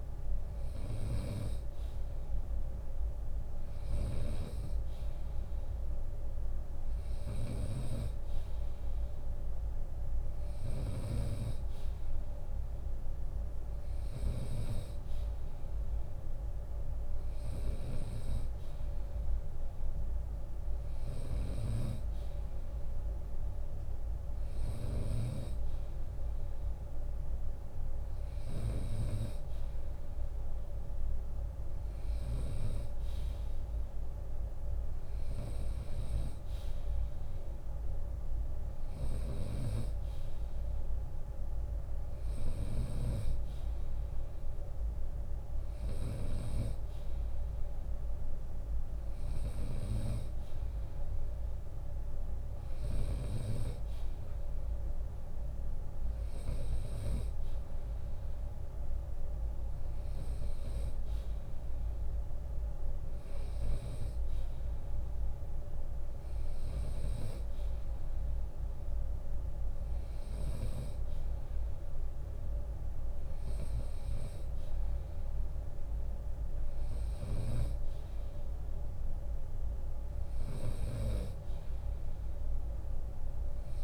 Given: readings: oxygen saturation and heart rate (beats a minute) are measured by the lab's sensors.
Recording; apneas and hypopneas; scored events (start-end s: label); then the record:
breathing in sleep by a room microphone; none
0.00-14.00 s: snoring (device-marked)
20.50-24.50 s: snoring (device-marked)
29.50-31.50 s: long interval between heartbeats (device-marked, heart rate 77 before, 83 extreme)
38.00-42.00 s: snoring (device-marked)
50.00-52.00 s: long interval between heartbeats (device-marked, heart rate 74 before, 82 extreme)
58.50-60.50 s: long interval between heartbeats (device-marked, heart rate 75 before, 68 extreme)
62.50-68.50 s: bradycardia (device-marked, heart rate 77 before, 56 extreme)
64.00-66.00 s: long interval between heartbeats (device-marked, heart rate 73 before, 68 extreme)
79.00-81.00 s: long interval between heartbeats (device-marked, heart rate 67 before, 77 extreme)
79.50-83.84 s: snoring (device-marked)
82.50-83.84 s: bradycardia (device-marked, heart rate 77 before, 53 extreme)
From the record:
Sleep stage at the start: N2 (light sleep); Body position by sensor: on the right side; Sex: male